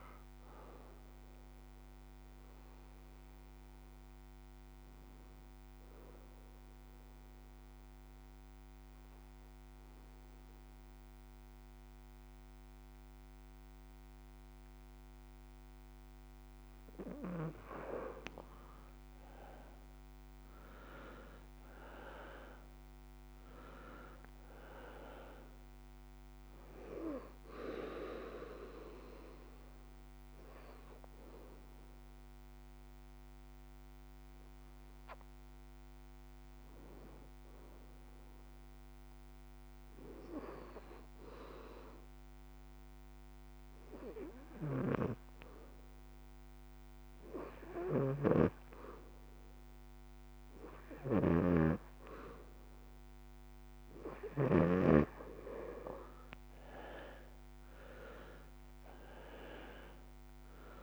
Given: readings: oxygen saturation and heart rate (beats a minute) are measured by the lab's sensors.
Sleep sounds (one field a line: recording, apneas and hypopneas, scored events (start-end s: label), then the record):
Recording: breathing in sleep by a microphone on the trachea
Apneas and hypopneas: 2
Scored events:
0.00-13.50 s: oxygen desaturation (device-marked, oxygen 85% lowest)
6.50-17.00 s: mixed apnea (oxygen 97% before, 85% lowest)
19.00-22.50 s: arousal
25.50-39.50 s: oxygen desaturation (device-marked, oxygen 97% before, 87% lowest)
29.50-47.00 s: hypopnea (oxygen 97% before, 84% lowest)
47.50-54.50 s: snoring (device-marked)
48.50-52.00 s: arousal
50.50-60.83 s: oxygen desaturation (device-marked, oxygen 96% before, 85% lowest)
From the record:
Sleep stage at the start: N2 (light sleep)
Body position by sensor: on the back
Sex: male